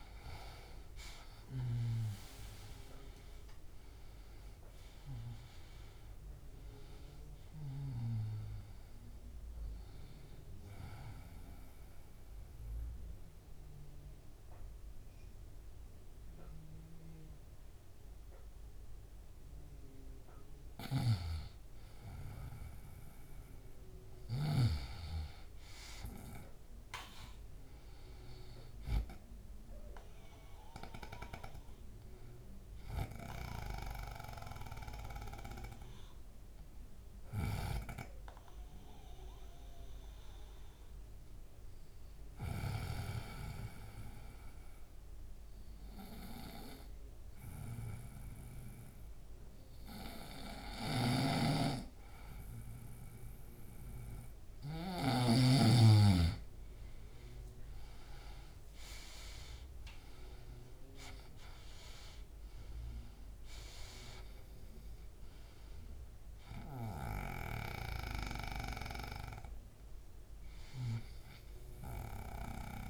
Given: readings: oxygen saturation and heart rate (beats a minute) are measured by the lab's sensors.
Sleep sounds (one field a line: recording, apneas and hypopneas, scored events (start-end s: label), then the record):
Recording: breathing in sleep by a room microphone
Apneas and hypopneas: 2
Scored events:
0.00-1.50 s: arousal
0.00-1.50 s: snoring (device-marked)
4.50-14.50 s: oxygen desaturation (device-marked, oxygen 98% before, 94% lowest, heart rate 69 before, 67 extreme)
10.50-21.00 s: obstructive apnea (oxygen 98% before, 92% lowest, heart rate 71 before, 67 extreme, up 3 after)
19.50-33.50 s: oxygen desaturation (device-marked, oxygen 95% before, 92% lowest, heart rate 72 before, 68 extreme)
20.50-24.50 s: snoring (device-marked)
25.00-29.00 s: arousal
35.00-53.50 s: hypopnea (oxygen 95% before, 92% lowest, heart rate 69 before, 68 extreme, up 6 after)
37.00-42.50 s: snoring (device-marked)
50.50-55.00 s: snoring (device-marked)
57.00-61.00 s: arousal
61.50-72.90 s: oxygen desaturation (device-marked, oxygen 98% before, 92% lowest, heart rate 70 before, 70 extreme)
66.50-71.00 s: snoring (device-marked)
From the record:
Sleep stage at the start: N2 (light sleep)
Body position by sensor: on the right side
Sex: male